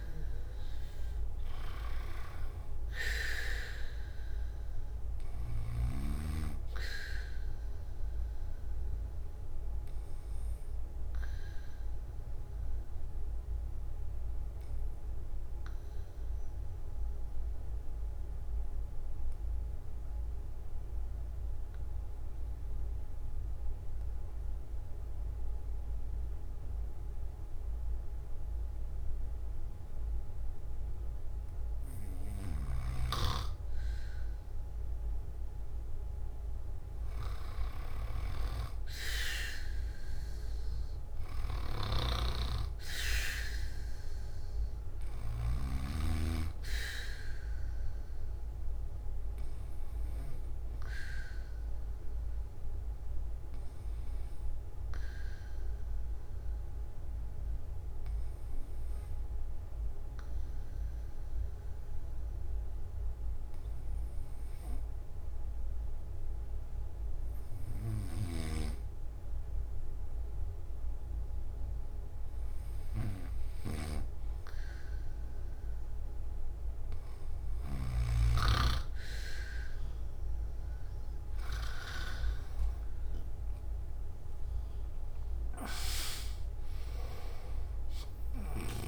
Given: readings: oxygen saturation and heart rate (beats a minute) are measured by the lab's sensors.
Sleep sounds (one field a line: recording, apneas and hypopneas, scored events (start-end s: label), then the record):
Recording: breathing in sleep by a room microphone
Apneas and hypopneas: 2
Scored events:
0.50-22.50 s: oxygen desaturation (device-marked, oxygen 99% before, 93% lowest)
8.50-30.50 s: obstructive apnea (oxygen 100% before, 93% lowest)
32.50-45.50 s: snoring (device-marked)
40.50-64.50 s: oxygen desaturation (device-marked, oxygen 99% before, 93% lowest)
50.00-74.00 s: obstructive apnea (oxygen 99% before, 93% lowest)
82.50-88.88 s: oxygen desaturation (device-marked, oxygen 98% before, 93% lowest)
From the record:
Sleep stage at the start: N2 (light sleep)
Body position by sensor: on the back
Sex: male